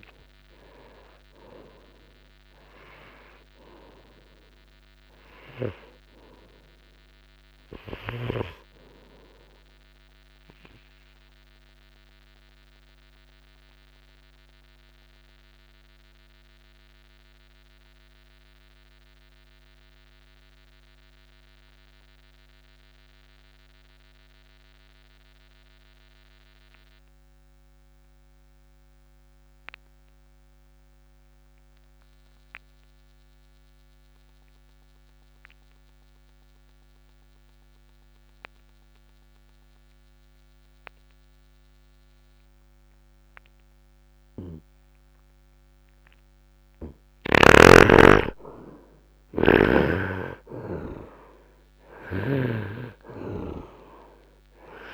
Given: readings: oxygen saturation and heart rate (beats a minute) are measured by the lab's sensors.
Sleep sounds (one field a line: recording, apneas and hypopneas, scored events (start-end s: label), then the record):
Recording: breathing in sleep by a microphone on the trachea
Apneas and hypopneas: 1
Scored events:
0.00-26.00 s: oxygen desaturation (device-marked, oxygen 74% lowest, heart rate 54 extreme)
12.00-46.50 s: obstructive apnea (oxygen 95% before, 71% lowest, heart rate 68 before, 54 extreme, up 6 after)
40.00-54.93 s: oxygen desaturation (device-marked, oxygen 96% before, 71% lowest, heart rate 65 before, 54 extreme)
47.50-52.50 s: snoring (device-marked)
48.00-52.50 s: arousal
From the record:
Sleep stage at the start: N2 (light sleep)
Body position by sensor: upright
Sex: male